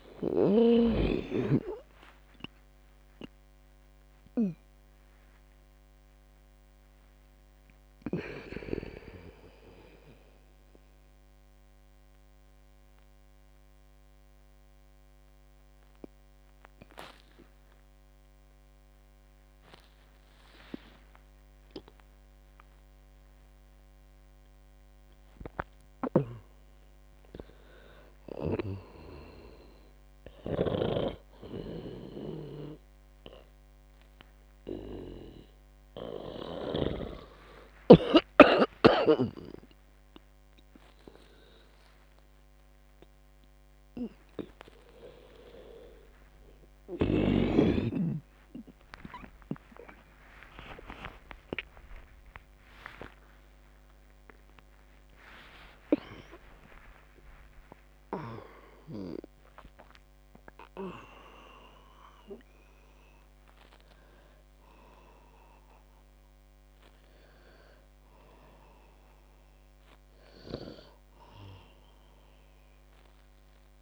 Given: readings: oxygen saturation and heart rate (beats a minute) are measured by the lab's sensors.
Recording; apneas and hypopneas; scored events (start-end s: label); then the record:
a person awake in a sleep study, by a microphone on the trachea; none
0.00-1.00 s: snoring (device-marked)
26.50-37.50 s: snoring (device-marked)
From the record:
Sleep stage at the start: awake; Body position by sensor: on the back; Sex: female